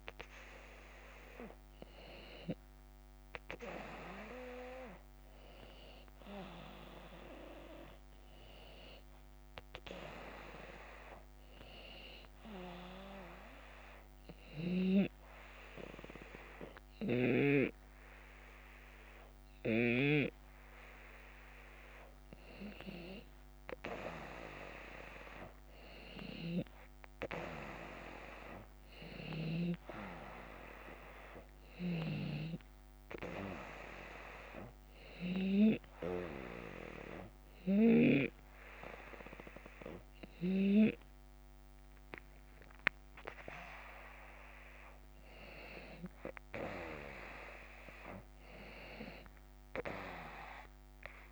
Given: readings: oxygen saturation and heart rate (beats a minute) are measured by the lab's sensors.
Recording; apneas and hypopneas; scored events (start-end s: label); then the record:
breathing in sleep by a microphone on the trachea; 2
7.00-9.00 s: long interval between heartbeats (device-marked)
12.00-22.00 s: hypopnea (oxygen 94% before, 92% lowest)
14.00-17.50 s: snoring (device-marked)
23.50-25.50 s: long interval between heartbeats (device-marked)
25.50-30.00 s: arousal
31.50-35.50 s: snoring (device-marked)
35.50-46.00 s: hypopnea (oxygen 94% before, 92% lowest)
42.50-51.32 s: drop in pulse transit time (device-marked)
47.00-49.00 s: long interval between heartbeats (device-marked)
49.50-51.32 s: long interval between heartbeats (device-marked)
From the record:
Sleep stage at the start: N1 (lightest sleep); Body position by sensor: on the back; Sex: male